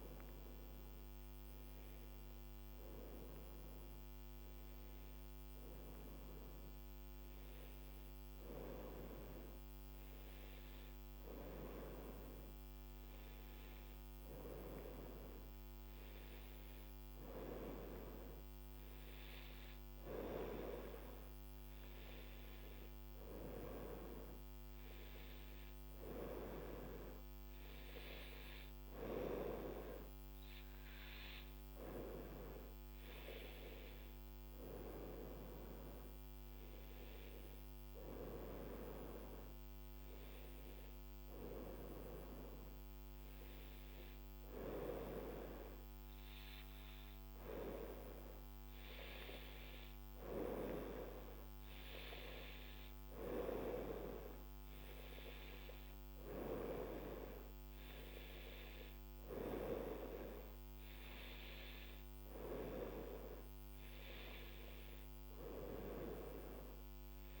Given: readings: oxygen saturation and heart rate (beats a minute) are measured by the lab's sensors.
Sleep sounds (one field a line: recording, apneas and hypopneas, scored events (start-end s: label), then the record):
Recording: a person awake in a sleep study, by a microphone on the trachea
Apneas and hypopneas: none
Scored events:
47.50-67.40 s: new sleep stage, N1 (lightest sleep)
From the record:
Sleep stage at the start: awake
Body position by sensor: on the right side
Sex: female